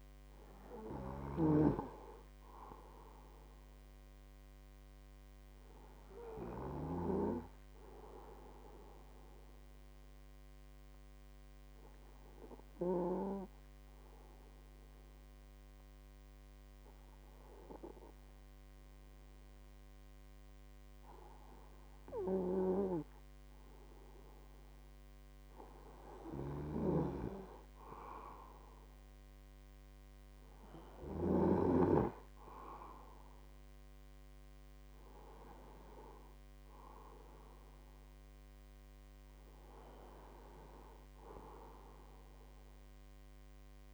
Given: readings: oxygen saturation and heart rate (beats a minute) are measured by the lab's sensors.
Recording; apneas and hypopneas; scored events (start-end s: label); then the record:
breathing in sleep by a microphone on the trachea; 1
8.50-23.50 s: hypopnea (oxygen 98% before, 95% lowest, heart rate 56 before, 49 extreme, up 5 after)
28.00-31.00 s: arousal
From the record:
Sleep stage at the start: N2 (light sleep); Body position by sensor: on the right side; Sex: male